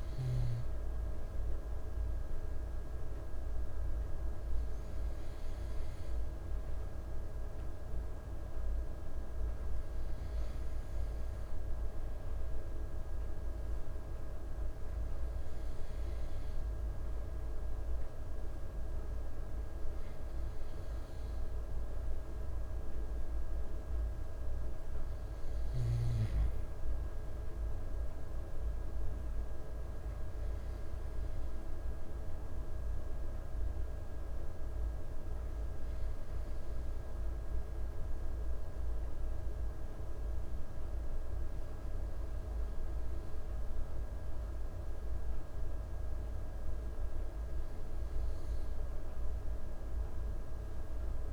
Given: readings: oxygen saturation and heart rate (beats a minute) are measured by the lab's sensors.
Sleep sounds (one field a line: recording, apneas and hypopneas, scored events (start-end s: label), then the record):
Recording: breathing in sleep, hard to hear, by a room microphone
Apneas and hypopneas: none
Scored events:
none scored
From the record:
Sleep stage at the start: N2 (light sleep)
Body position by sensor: on the back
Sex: male